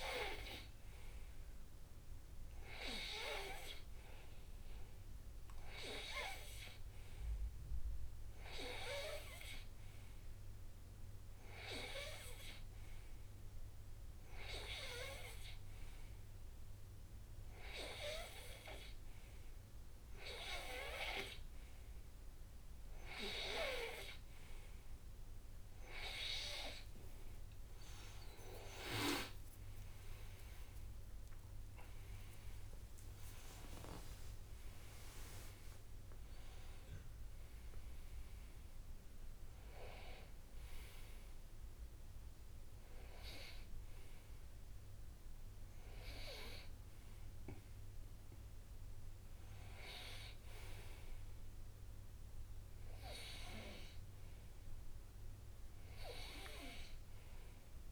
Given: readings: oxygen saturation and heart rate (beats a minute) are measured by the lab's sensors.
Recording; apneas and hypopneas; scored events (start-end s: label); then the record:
breathing in sleep by a room microphone; none
28.00-30.00 s: long interval between heartbeats (device-marked, heart rate 69 before, 77 extreme)
29.00-33.50 s: arousal
From the record:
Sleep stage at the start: N2 (light sleep); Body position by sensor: on the right side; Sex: male